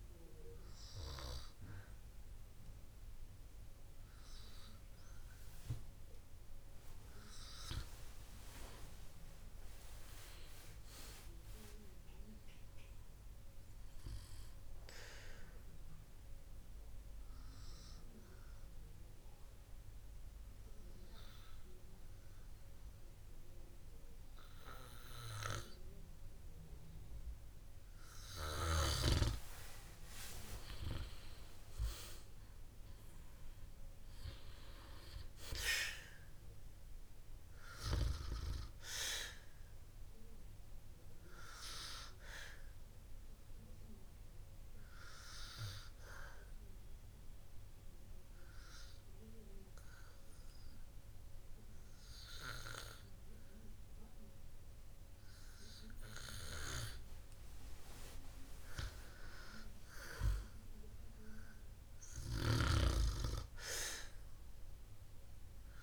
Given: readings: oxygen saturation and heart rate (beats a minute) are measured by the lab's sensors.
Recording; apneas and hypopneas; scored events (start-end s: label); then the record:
breathing in sleep by a room microphone; 2
14.00-29.00 s: obstructive apnea (oxygen 97% before, 92% lowest, heart rate 61 before, 56 extreme, up 11 after)
16.50-27.50 s: oxygen desaturation (device-marked, oxygen 97% before, 92% lowest, heart rate 60 before, 56 extreme)
30.50-34.00 s: arousal
41.00-57.50 s: obstructive apnea (oxygen 98% before, 94% lowest, heart rate 61 before, 56 extreme, up 8 after)
52.50-64.50 s: oxygen desaturation (device-marked, oxygen 97% before, 94% lowest, heart rate 61 before, 57 extreme)
59.50-62.50 s: arousal
From the record:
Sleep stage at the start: N2 (light sleep); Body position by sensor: on the back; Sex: male